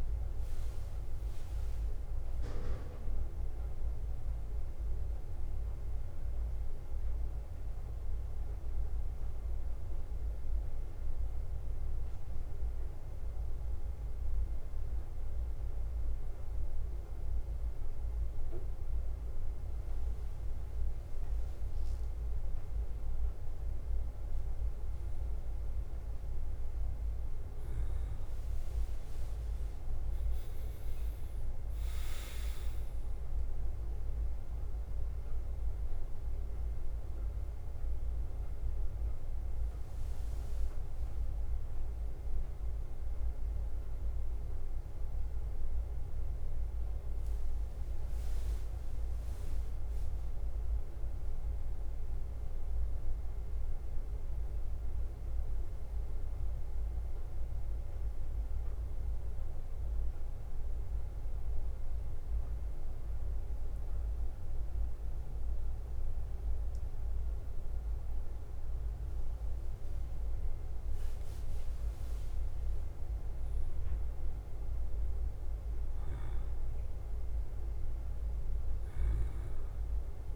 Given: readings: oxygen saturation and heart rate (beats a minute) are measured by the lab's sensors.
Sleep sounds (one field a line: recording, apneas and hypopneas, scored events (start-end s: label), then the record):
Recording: breathing in sleep, hard to hear, by a room microphone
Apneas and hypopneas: 3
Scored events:
0.00-80.36 s: bradycardia (device-marked, heart rate 44 extreme)
8.50-20.50 s: obstructive apnea (oxygen 99% before, 96% lowest, heart rate 57 before, 46 extreme, up 8 after)
11.00-80.36 s: new sleep stage, N2 (light sleep)
23.50-28.00 s: arousal
33.50-44.50 s: hypopnea (oxygen 99% before, 96% lowest, heart rate 52 before, 48 extreme, up 8 after)
47.00-51.50 s: arousal
58.00-71.50 s: mixed apnea (oxygen 99% before, 96% lowest, heart rate 54 before, 46 extreme, up 10 after)
73.50-77.50 s: arousal
From the record:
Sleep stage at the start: N1 (lightest sleep)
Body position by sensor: on the back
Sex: male